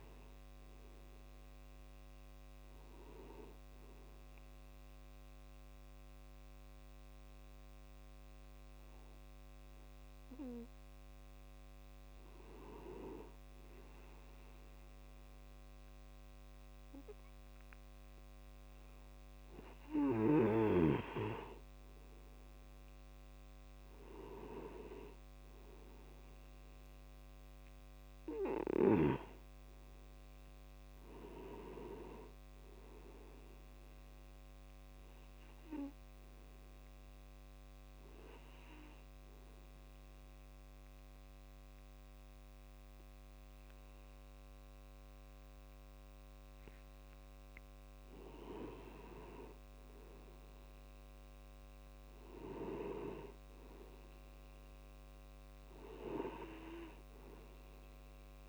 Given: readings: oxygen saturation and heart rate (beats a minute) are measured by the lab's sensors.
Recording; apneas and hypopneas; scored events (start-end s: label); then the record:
breathing in sleep by a microphone on the trachea; 2
0.00-4.50 s: oxygen desaturation (device-marked, oxygen 90% lowest)
5.50-19.00 s: hypopnea (oxygen 94% before, 92% lowest)
21.50-26.00 s: arousal
25.50-39.50 s: oxygen desaturation (device-marked, oxygen 95% before, 92% lowest)
34.50-46.00 s: hypopnea (oxygen 95% before, 86% lowest)
48.00-51.00 s: arousal
From the record:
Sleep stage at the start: N2 (light sleep); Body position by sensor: on the back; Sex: male